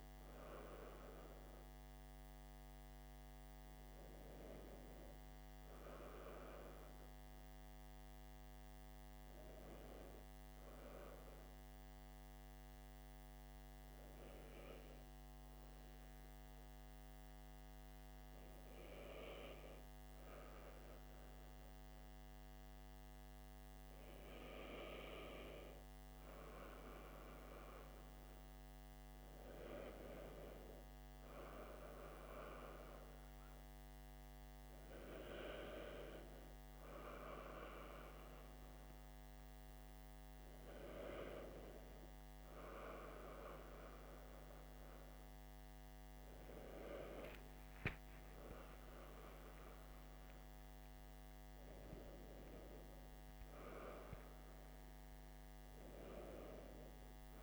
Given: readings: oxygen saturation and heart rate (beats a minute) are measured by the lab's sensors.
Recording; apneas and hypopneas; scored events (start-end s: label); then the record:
breathing in sleep by a microphone on the trachea; 1
6.50-29.50 s: hypopnea (oxygen 97% before, 93% lowest, heart rate 62 before, 53 extreme, up 5 after)
28.00-43.00 s: oxygen desaturation (device-marked, oxygen 97% before, 93% lowest, heart rate 60 before, 55 extreme)
31.50-35.00 s: arousal
From the record:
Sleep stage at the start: N1 (lightest sleep); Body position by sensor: on the back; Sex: male